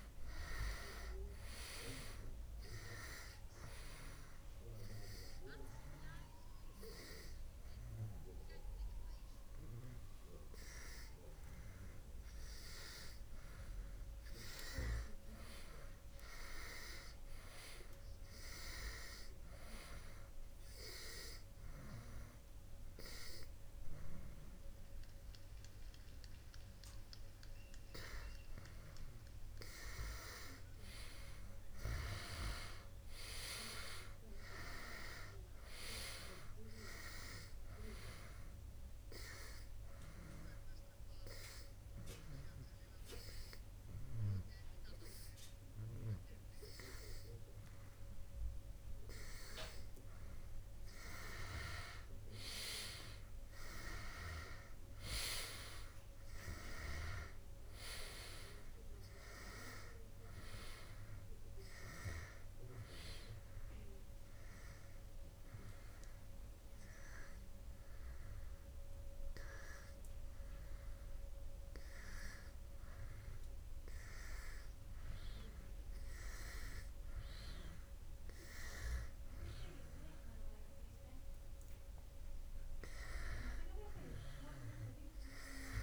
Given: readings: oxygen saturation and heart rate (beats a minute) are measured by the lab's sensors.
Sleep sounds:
breathing in sleep by a room microphone; 2
9.50-19.50 s: oxygen desaturation (device-marked, oxygen 95% before, 91% lowest, heart rate 69 before, 69 extreme)
20.50-31.50 s: hypopnea (oxygen 95% before, 92% lowest, heart rate 71 before, 68 extreme, up 3 after)
33.50-37.00 s: arousal
40.50-50.50 s: obstructive apnea (oxygen 97% before, 92% lowest, heart rate 71 before, 68 extreme, up 0 after)
46.50-58.50 s: oxygen desaturation (device-marked, oxygen 95% before, 92% lowest, heart rate 72 before, 68 extreme)
56.00-60.50 s: arousal
64.50-77.50 s: oxygen desaturation (device-marked, oxygen 96% before, 92% lowest, heart rate 71 before, 71 extreme)
84.00-85.82 s: arousal
From the record:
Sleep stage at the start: N2 (light sleep); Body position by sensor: on the back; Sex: male

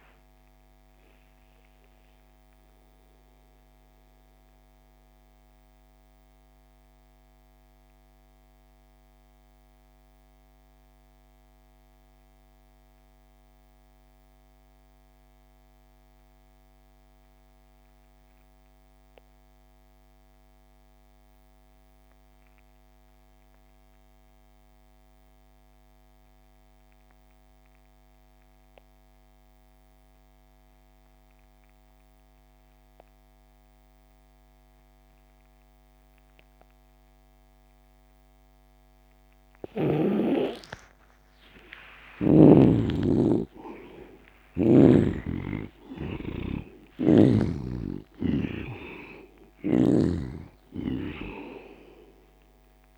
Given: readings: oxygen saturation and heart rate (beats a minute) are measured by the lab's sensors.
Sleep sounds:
breathing in sleep by a microphone on the trachea; 1
0.00-20.50 s: oxygen desaturation (device-marked, oxygen 74% lowest)
3.00-40.00 s: mixed apnea (oxygen 98% before, 71% lowest)
32.50-52.98 s: oxygen desaturation (device-marked, oxygen 97% before, 71% lowest)
41.50-47.00 s: arousal
From the record:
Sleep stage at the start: N2 (light sleep); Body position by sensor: on the back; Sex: male

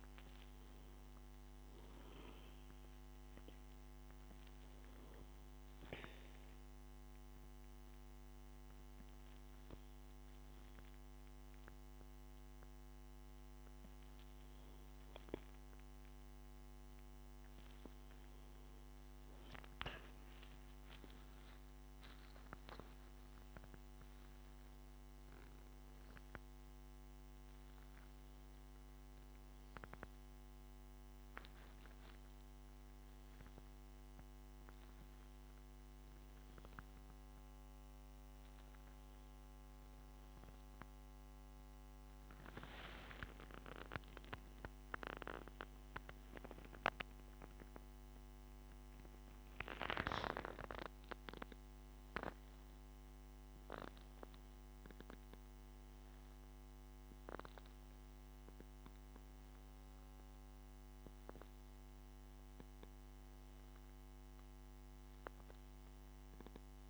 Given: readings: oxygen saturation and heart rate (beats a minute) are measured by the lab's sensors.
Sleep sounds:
breathing in sleep by a microphone on the trachea; 1
0.00-3.50 s: arousal
7.50-18.50 s: hypopnea (oxygen 95% before, 93% lowest, heart rate 69 before, 65 extreme, up 11 after)
21.00-24.50 s: arousal
46.00-50.00 s: arousal
46.00-66.90 s: new sleep stage, N1 (lightest sleep)
From the record:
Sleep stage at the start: N2 (light sleep); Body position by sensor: on the back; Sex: male

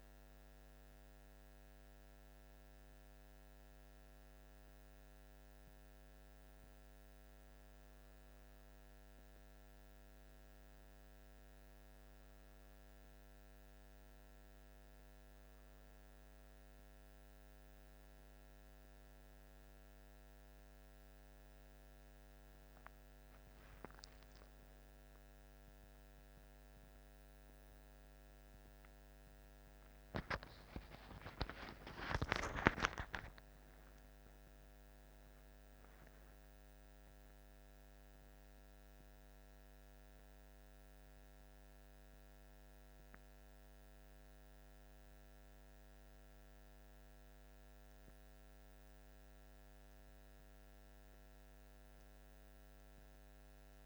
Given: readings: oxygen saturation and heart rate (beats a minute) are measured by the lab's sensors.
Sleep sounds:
a person awake in a sleep study, by a microphone on the trachea; none
none scored
From the record:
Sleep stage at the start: awake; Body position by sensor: on the back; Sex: male

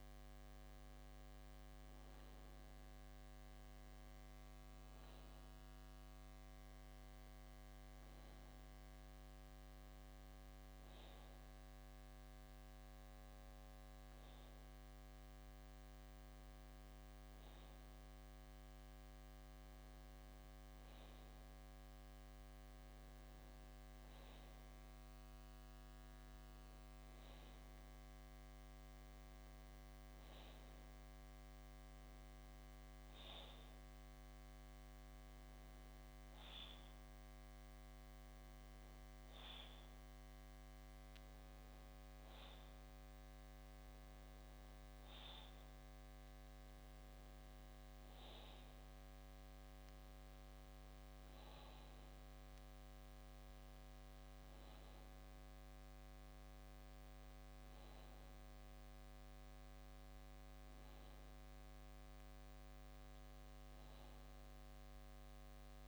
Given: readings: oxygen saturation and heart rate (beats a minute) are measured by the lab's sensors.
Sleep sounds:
breathing in sleep, hard to hear, by a microphone on the trachea; none
none scored
From the record:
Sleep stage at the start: N2 (light sleep); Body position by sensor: on the back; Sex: male

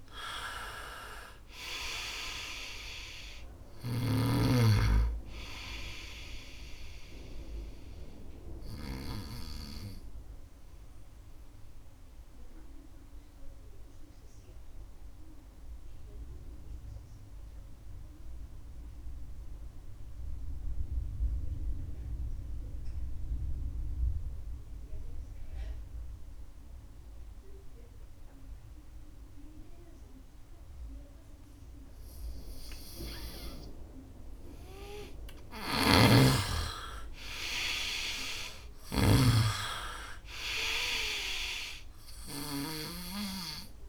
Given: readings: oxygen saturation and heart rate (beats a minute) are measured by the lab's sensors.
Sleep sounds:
breathing in sleep by a room microphone; 1
0.00-23.00 s: oxygen desaturation (device-marked, oxygen 86% lowest, heart rate 62 extreme)
8.00-33.50 s: obstructive apnea (oxygen 99% before, 85% lowest, heart rate 69 before, 66 extreme, up 1 after)
35.50-42.50 s: snoring (device-marked)
36.00-39.50 s: arousal
36.00-43.89 s: oxygen desaturation (device-marked, oxygen 99% before, 85% lowest, heart rate 70 before, 67 extreme)
From the record:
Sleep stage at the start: N2 (light sleep); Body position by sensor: on the right side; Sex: male

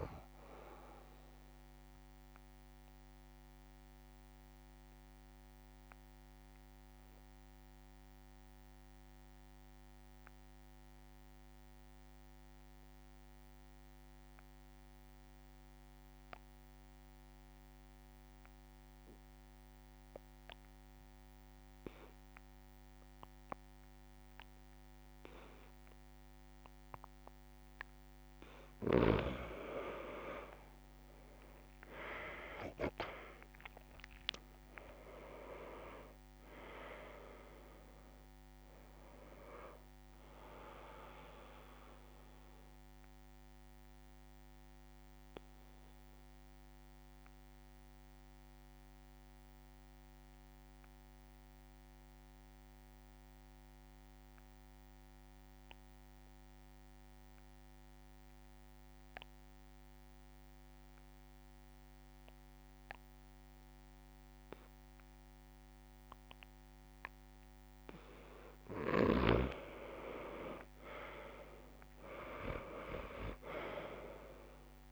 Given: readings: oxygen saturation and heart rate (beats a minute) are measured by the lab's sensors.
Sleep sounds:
breathing in sleep by a microphone on the trachea; 2
0.00-17.00 s: oxygen desaturation (device-marked, oxygen 86% lowest)
1.50-27.50 s: obstructive apnea (oxygen 98% before, 84% lowest)
23.00-54.00 s: oxygen desaturation (device-marked, oxygen 98% before, 84% lowest)
30.50-34.50 s: arousal
42.50-68.00 s: obstructive apnea (oxygen 98% before, 84% lowest)
68.00-74.91 s: oxygen desaturation (device-marked, oxygen 98% before, 85% lowest)
69.00-73.00 s: arousal
From the record:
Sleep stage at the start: N2 (light sleep); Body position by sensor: on the back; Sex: male

